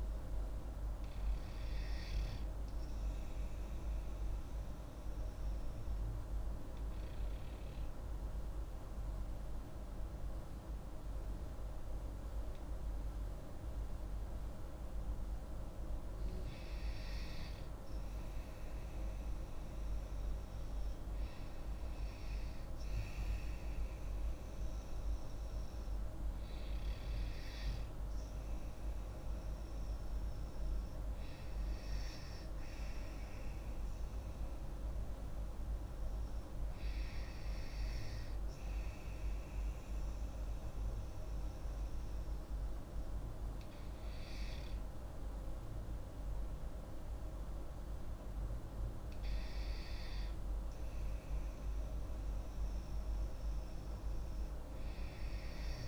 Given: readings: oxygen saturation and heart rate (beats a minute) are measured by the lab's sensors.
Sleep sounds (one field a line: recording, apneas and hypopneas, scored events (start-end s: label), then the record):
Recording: breathing in sleep, hard to hear, by a room microphone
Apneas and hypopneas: 2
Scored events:
3.50-16.00 s: obstructive apnea (oxygen 96% before, 85% lowest)
12.50-55.88 s: oxygen desaturation (device-marked, oxygen 96% before, 85% lowest)
18.00-22.00 s: arousal
41.00-51.00 s: obstructive apnea (oxygen 95% before, 85% lowest)
From the record:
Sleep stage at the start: REM sleep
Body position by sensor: on the back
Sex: female